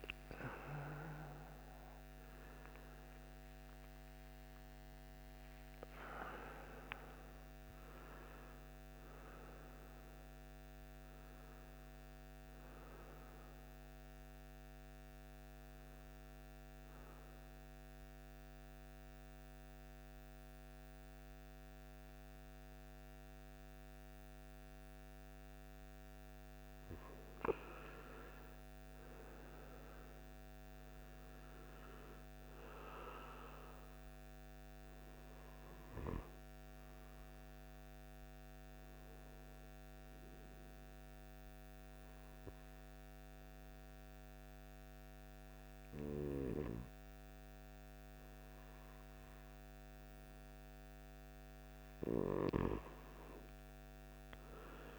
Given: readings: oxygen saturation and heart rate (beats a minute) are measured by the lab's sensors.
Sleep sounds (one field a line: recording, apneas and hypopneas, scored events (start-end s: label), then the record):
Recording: breathing in sleep by a microphone on the trachea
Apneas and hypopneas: 1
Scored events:
16.00-26.00 s: central apnea (oxygen 99% before, 94% lowest, heart rate 106 before, 53 extreme, up 7 after)
28.50-32.00 s: arousal
34.50-50.50 s: oxygen desaturation (device-marked, oxygen 97% before, 94% lowest, heart rate 58 before, 53 extreme)
35.50-54.99 s: new sleep stage, N2 (light sleep)
From the record:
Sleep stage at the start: N1 (lightest sleep)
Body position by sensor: on the right side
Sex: male